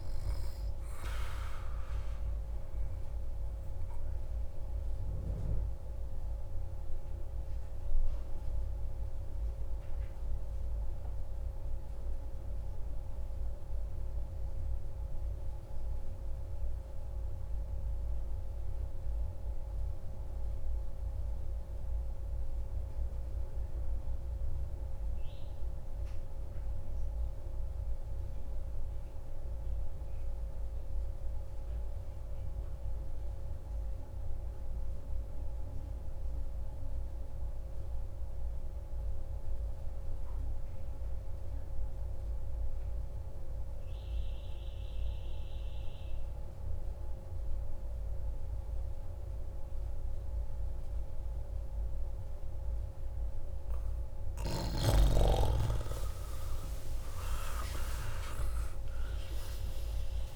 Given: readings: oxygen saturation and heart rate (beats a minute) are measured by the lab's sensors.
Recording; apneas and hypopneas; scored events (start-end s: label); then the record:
breathing in sleep by a room microphone; 1
0.00-9.00 s: oxygen desaturation (device-marked, oxygen 88% lowest)
3.00-54.50 s: mixed apnea (oxygen 95% before, 88% lowest)
40.00-60.36 s: oxygen desaturation (device-marked, oxygen 97% before, 89% lowest)
55.50-60.36 s: arousal
From the record:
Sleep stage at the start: N2 (light sleep); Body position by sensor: on the back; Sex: male